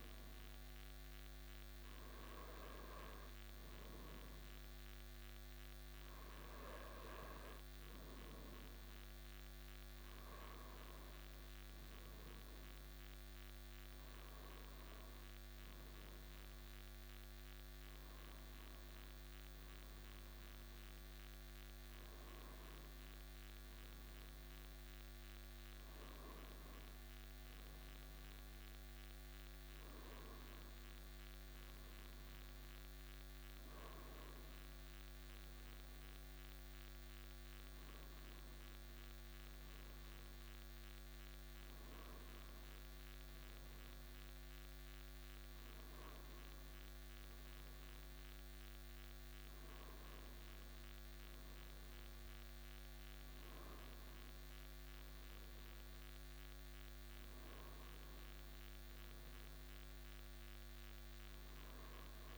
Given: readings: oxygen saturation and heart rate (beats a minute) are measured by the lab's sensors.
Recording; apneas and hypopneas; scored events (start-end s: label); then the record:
breathing in sleep, hard to hear, by a microphone on the trachea; none
none scored
From the record:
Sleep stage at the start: N2 (light sleep); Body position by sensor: on the right side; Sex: male